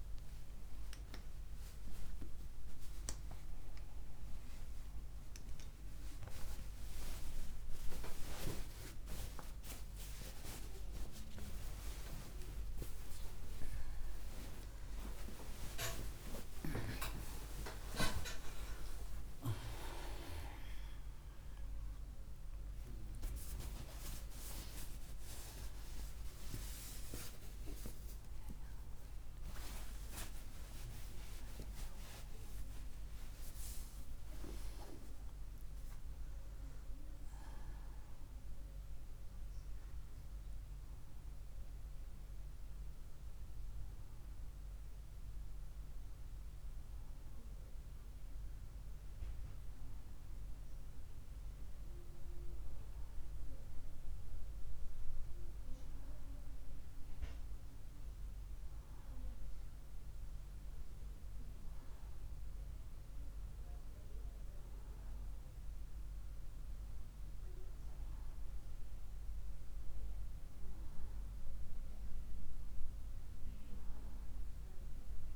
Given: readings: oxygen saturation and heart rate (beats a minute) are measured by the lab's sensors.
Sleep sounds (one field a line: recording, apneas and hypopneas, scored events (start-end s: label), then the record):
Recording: a person awake in a sleep study, by a room microphone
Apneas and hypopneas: none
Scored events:
59.50-75.36 s: new sleep stage, N1 (lightest sleep)
From the record:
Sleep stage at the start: awake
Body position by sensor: on the right side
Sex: female